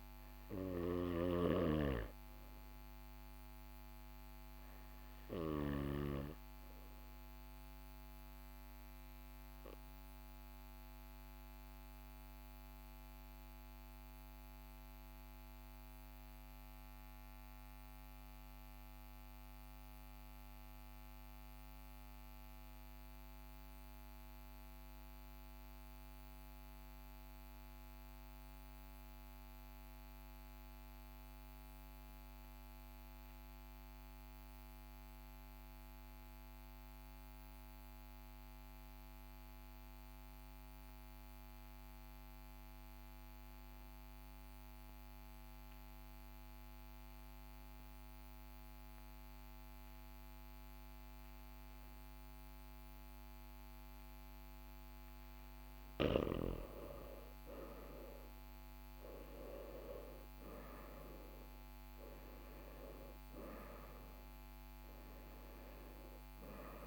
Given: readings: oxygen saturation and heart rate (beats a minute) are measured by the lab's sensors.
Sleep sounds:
breathing in sleep by a microphone on the trachea; 1
0.00-12.50 s: oxygen desaturation (device-marked, oxygen 89% lowest, heart rate 42 extreme)
9.00-55.00 s: obstructive apnea (oxygen 95% before, 87% lowest, heart rate 45 before, 42 extreme, up 4 after)
36.50-66.87 s: oxygen desaturation (device-marked, oxygen 99% before, 87% lowest, heart rate 42 before, 42 extreme)
55.50-61.50 s: arousal
From the record:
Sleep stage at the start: N2 (light sleep); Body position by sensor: on the right side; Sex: male

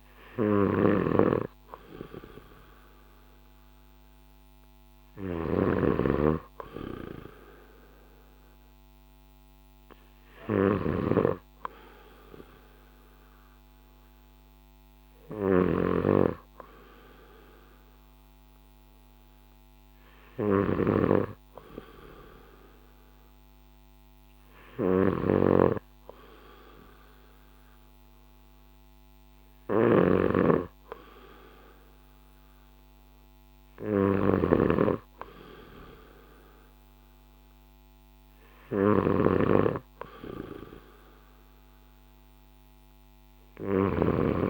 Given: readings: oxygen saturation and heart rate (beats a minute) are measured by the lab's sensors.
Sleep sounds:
breathing in sleep by a microphone on the trachea; none
0.00-44.49 s: snoring (device-marked)
From the record:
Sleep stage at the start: N2 (light sleep); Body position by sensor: on the back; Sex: male

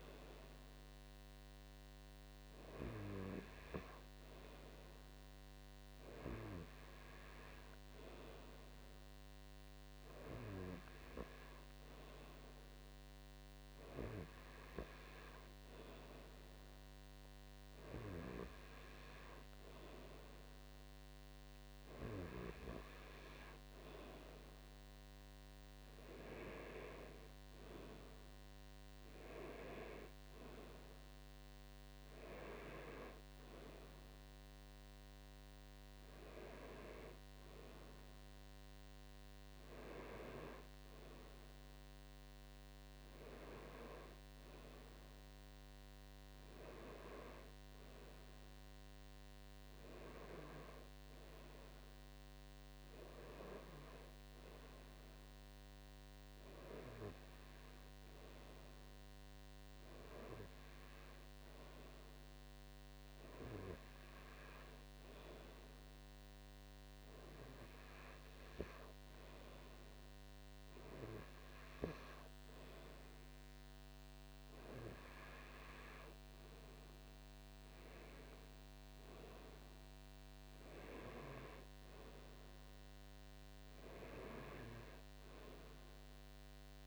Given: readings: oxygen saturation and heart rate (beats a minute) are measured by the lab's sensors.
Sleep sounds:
breathing in sleep by a microphone on the trachea; none
74.00-76.00 s: long interval between heartbeats (device-marked)
From the record:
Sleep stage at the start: N2 (light sleep); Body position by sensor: on the right side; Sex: male

